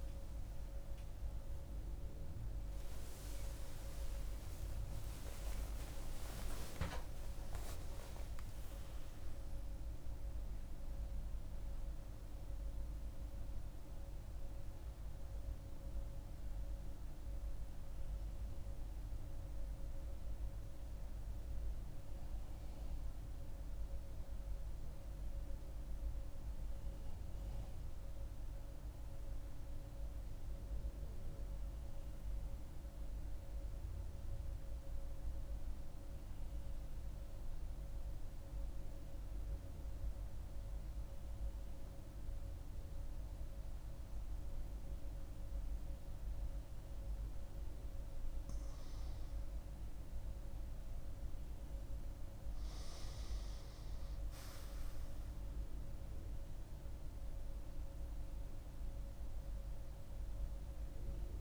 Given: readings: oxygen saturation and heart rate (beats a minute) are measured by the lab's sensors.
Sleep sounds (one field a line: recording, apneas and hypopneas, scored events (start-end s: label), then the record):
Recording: a person partly awake in a sleep study, hard to hear, by a room microphone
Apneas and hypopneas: 1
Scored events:
0.00-17.50 s: oxygen desaturation (device-marked, oxygen 90% lowest, heart rate 64 extreme)
11.50-61.41 s: new sleep stage, N2 (light sleep)
30.00-47.50 s: mixed apnea (oxygen 100% before, 92% lowest, heart rate 83 before, 62 extreme, up 10 after)
43.50-61.41 s: oxygen desaturation (device-marked, oxygen 98% before, 92% lowest, heart rate 69 before, 61 extreme)
49.00-53.50 s: arousal
From the record:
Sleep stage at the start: awake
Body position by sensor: on the front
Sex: female